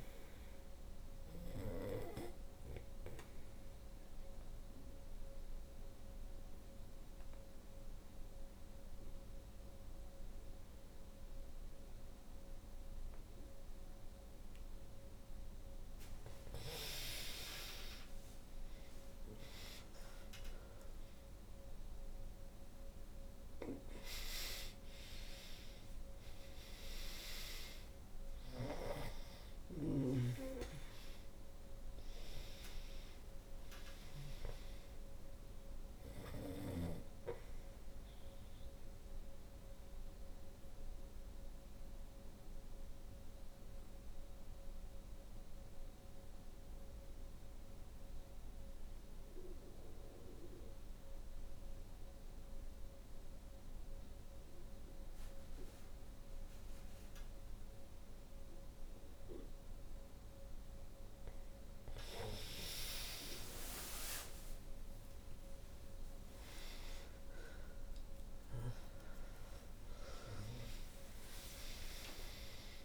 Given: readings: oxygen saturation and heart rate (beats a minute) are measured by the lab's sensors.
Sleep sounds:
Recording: breathing in sleep by a room microphone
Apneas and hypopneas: 2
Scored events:
1.00-14.50 s: obstructive apnea (oxygen 97% before, 82% lowest, heart rate 66 before, 62 extreme, up 8 after)
13.00-59.00 s: oxygen desaturation (device-marked, oxygen 96% before, 82% lowest, heart rate 66 before, 58 extreme)
15.50-21.50 s: arousal
39.00-60.00 s: obstructive apnea (oxygen 96% before, 80% lowest, heart rate 67 before, 57 extreme, up 18 after)
62.00-67.00 s: arousal
68.00-72.85 s: oxygen desaturation (device-marked, oxygen 97% before, 80% lowest, heart rate 66 before, 56 extreme)
From the record:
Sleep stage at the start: N2 (light sleep)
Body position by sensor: on the back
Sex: female

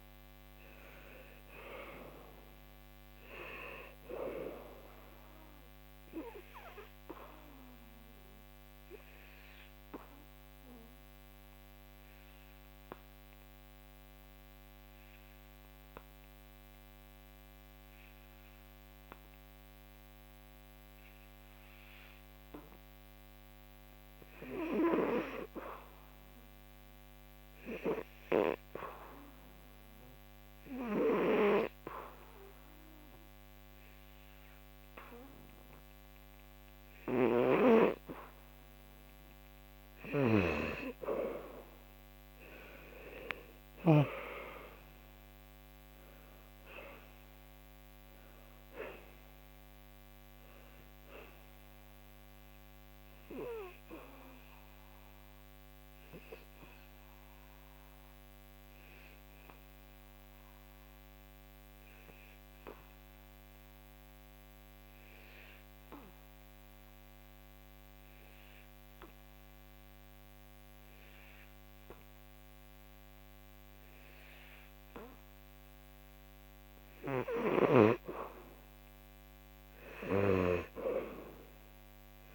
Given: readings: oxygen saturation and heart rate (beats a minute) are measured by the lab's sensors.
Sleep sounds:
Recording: breathing in sleep by a microphone on the trachea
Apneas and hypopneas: 2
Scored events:
0.00-18.50 s: oxygen desaturation (device-marked, oxygen 90% lowest, heart rate 68 extreme)
5.50-39.00 s: obstructive apnea (oxygen 98% before, 88% lowest, heart rate 75 before, 68 extreme, up 13 after)
30.50-43.50 s: oxygen desaturation (device-marked, oxygen 97% before, 88% lowest, heart rate 73 before, 69 extreme)
41.50-46.00 s: arousal
53.00-76.00 s: obstructive apnea (oxygen 97% before, 88% lowest, heart rate 75 before, 71 extreme, up 6 after)
78.00-82.00 s: arousal
From the record:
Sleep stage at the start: N2 (light sleep)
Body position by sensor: on the back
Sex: male

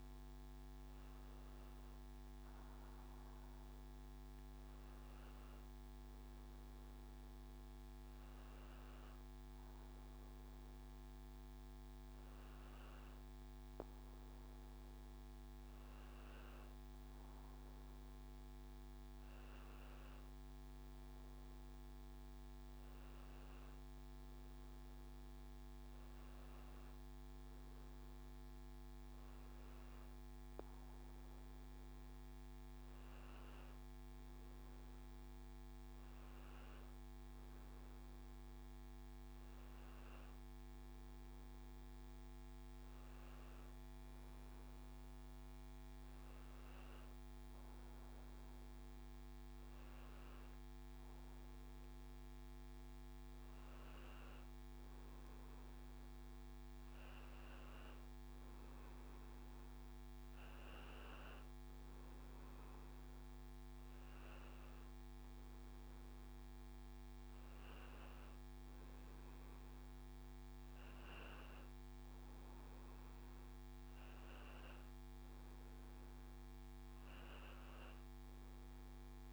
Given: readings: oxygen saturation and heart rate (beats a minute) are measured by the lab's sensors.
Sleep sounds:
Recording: breathing in sleep, hard to hear, by a microphone on the trachea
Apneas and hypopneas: none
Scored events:
none scored
From the record:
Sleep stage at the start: N2 (light sleep)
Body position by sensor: on the back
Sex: male

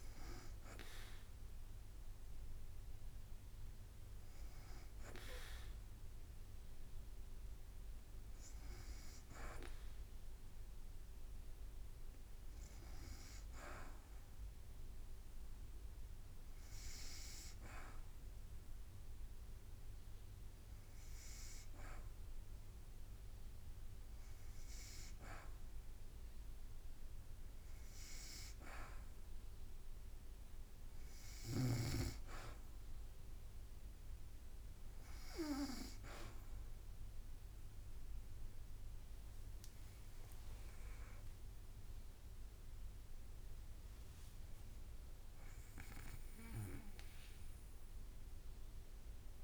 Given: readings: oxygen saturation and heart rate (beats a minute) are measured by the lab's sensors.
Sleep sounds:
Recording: breathing in sleep by a room microphone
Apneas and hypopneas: 1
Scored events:
15.50-27.00 s: hypopnea (oxygen 96% before, 92% lowest, heart rate 55 before, 56 extreme, up 1 after)
32.50-49.44 s: oxygen desaturation (device-marked, oxygen 95% before, 92% lowest, heart rate 56 before, 53 extreme)
33.50-39.00 s: arousal
41.50-49.44 s: drop in pulse transit time (device-marked, heart rate 57 before, 54 extreme)
From the record:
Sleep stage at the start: N2 (light sleep)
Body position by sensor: on the back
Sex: female

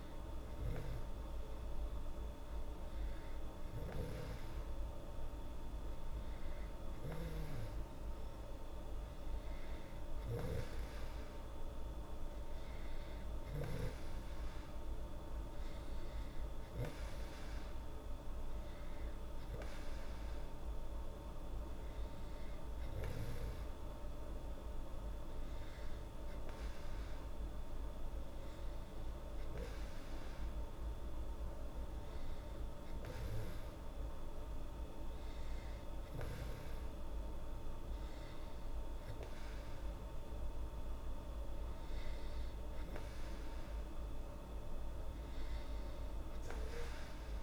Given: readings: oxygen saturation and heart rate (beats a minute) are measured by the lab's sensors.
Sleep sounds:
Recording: breathing in sleep, hard to hear, by a room microphone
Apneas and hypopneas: none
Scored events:
none scored
From the record:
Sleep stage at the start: N2 (light sleep)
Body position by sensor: on the back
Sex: female

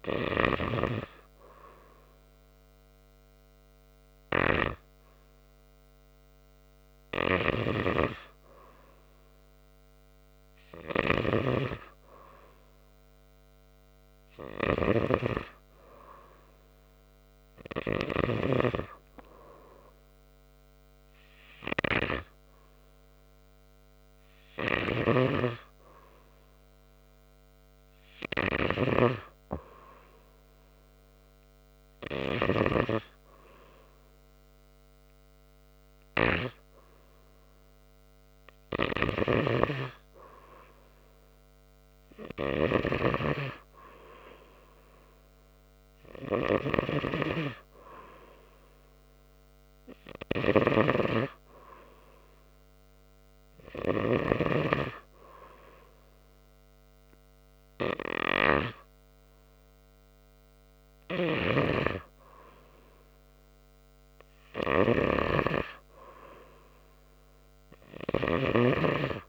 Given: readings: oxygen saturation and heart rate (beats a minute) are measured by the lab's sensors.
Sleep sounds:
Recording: breathing in sleep by a microphone on the trachea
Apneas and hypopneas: none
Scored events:
none scored
From the record:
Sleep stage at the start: N2 (light sleep)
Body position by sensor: on the right side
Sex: male

